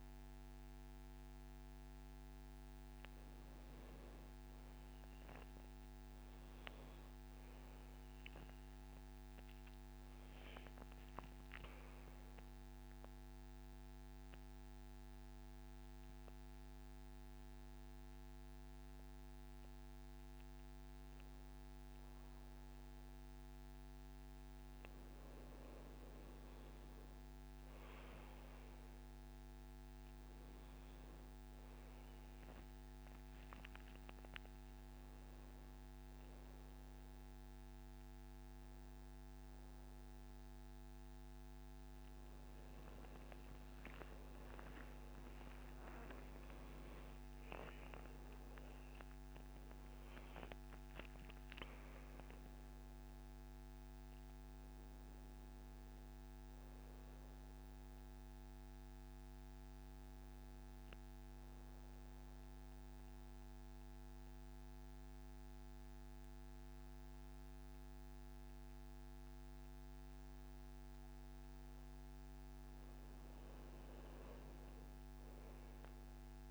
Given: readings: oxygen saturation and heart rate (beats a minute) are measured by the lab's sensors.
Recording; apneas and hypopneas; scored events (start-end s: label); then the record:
a person partly awake in a sleep study, hard to hear, by a microphone on the trachea; 2
7.50-76.50 s: new sleep stage, N1 (lightest sleep)
12.00-25.00 s: mixed apnea (oxygen 99% before, 92% lowest, heart rate 76 before, 74 extreme, up 0 after)
28.50-32.00 s: arousal
30.50-43.50 s: oxygen desaturation (device-marked, oxygen 96% before, 93% lowest, heart rate 78 before, 65 extreme)
47.50-51.00 s: arousal
61.00-72.00 s: mixed apnea (oxygen 97% before, 90% lowest, heart rate 90 before, 63 extreme, up 7 after)
74.00-76.50 s: arousal
From the record:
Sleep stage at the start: awake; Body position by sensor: on the back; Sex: male